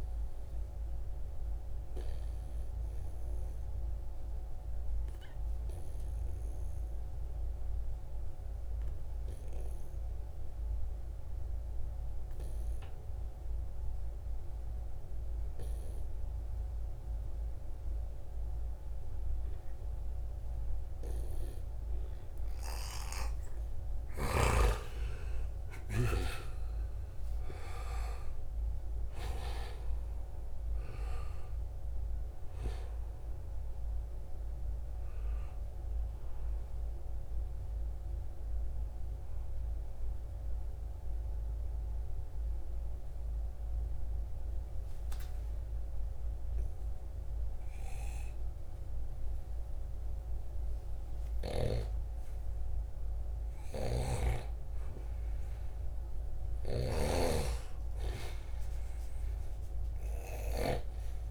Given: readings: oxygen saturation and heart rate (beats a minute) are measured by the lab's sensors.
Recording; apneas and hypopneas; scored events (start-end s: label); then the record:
breathing in sleep by a room microphone; 2
0.00-4.50 s: oxygen desaturation (device-marked, oxygen 89% lowest, heart rate 71 extreme)
0.50-22.50 s: obstructive apnea (oxygen 96% before, 89% lowest, heart rate 78 before, 71 extreme, up 4 after)
23.50-45.50 s: oxygen desaturation (device-marked, oxygen 97% before, 91% lowest, heart rate 74 before, 72 extreme)
24.00-28.50 s: arousal
37.00-51.00 s: mixed apnea (oxygen 97% before, 90% lowest, heart rate 74 before, 72 extreme, up 2 after)
53.00-58.50 s: arousal
53.00-60.00 s: snoring (device-marked)
From the record:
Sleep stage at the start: N2 (light sleep); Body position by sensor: on the right side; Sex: male